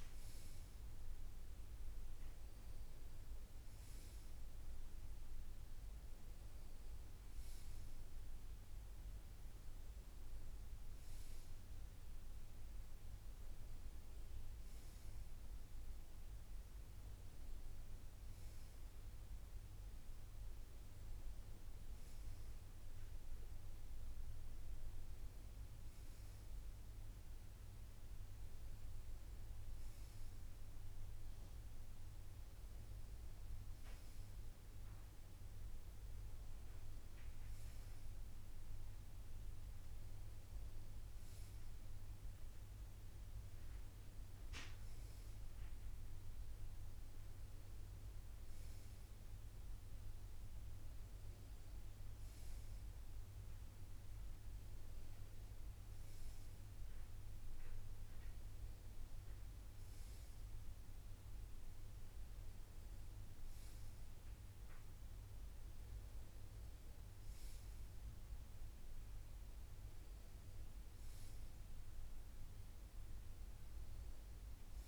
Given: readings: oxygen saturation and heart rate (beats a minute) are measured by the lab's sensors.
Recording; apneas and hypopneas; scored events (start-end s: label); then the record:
breathing in sleep, hard to hear, by a room microphone; none
none scored
From the record:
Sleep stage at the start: N2 (light sleep); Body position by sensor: on the right side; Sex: male